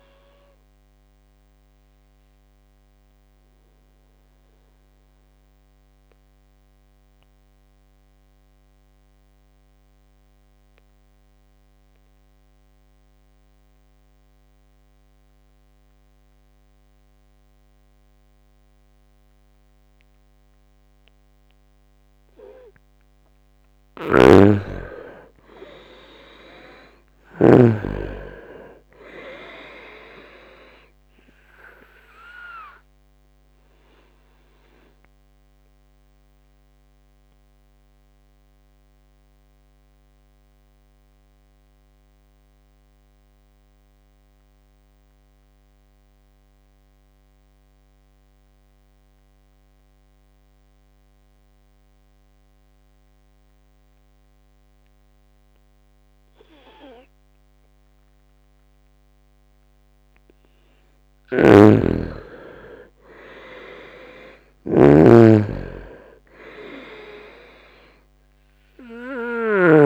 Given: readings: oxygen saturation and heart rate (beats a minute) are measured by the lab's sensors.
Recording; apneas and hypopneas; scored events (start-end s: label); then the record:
breathing in sleep by a microphone on the trachea; 2
0.00-16.00 s: oxygen desaturation (device-marked, oxygen 85% lowest, heart rate 62 extreme)
2.00-22.00 s: obstructive apnea (oxygen 99% before, 85% lowest, heart rate 73 before, 62 extreme, up 5 after)
18.00-49.00 s: oxygen desaturation (device-marked, oxygen 98% before, 86% lowest, heart rate 68 before, 65 extreme)
23.50-27.50 s: snoring (device-marked)
25.00-29.00 s: arousal
34.00-60.00 s: obstructive apnea (oxygen 98% before, 83% lowest, heart rate 71 before, 65 extreme, up 6 after)
58.00-69.86 s: oxygen desaturation (device-marked, oxygen 98% before, 83% lowest, heart rate 69 before, 66 extreme)
61.00-69.86 s: snoring (device-marked)
62.50-66.50 s: arousal
From the record:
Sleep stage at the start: N2 (light sleep); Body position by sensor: on the right side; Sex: male